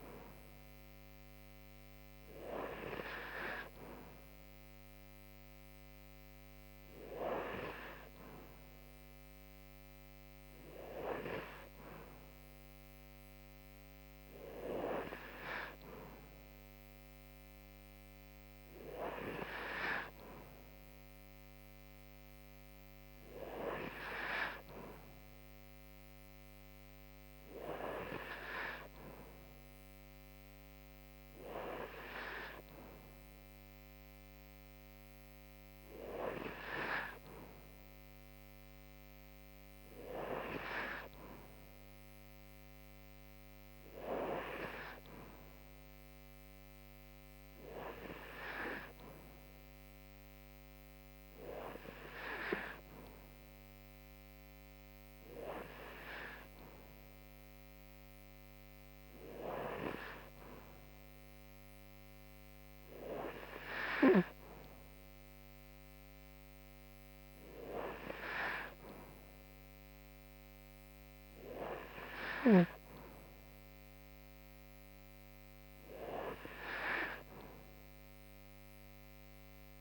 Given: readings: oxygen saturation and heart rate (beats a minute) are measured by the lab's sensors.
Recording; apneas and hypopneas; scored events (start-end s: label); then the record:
breathing in sleep by a microphone on the trachea; none
none scored
From the record:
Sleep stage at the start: N2 (light sleep); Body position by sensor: on the right side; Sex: female